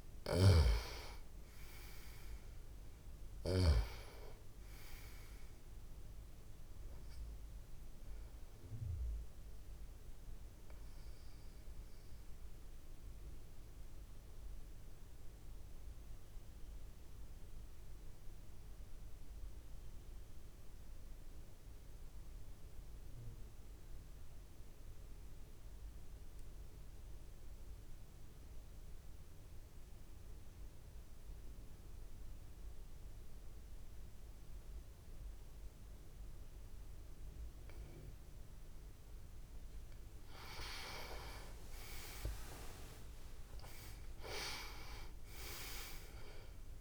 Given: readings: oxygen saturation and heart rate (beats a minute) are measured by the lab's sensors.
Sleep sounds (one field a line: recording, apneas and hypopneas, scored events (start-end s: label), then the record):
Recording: breathing in sleep by a room microphone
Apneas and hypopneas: 1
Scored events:
0.00-3.50 s: snoring (device-marked)
0.00-22.50 s: oxygen desaturation (device-marked, oxygen 89% lowest)
10.00-38.50 s: obstructive apnea (oxygen 98% before, 89% lowest)
35.50-46.81 s: oxygen desaturation (device-marked, oxygen 98% before, 89% lowest)
40.50-45.00 s: arousal
From the record:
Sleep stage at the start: N2 (light sleep)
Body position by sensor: on the back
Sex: male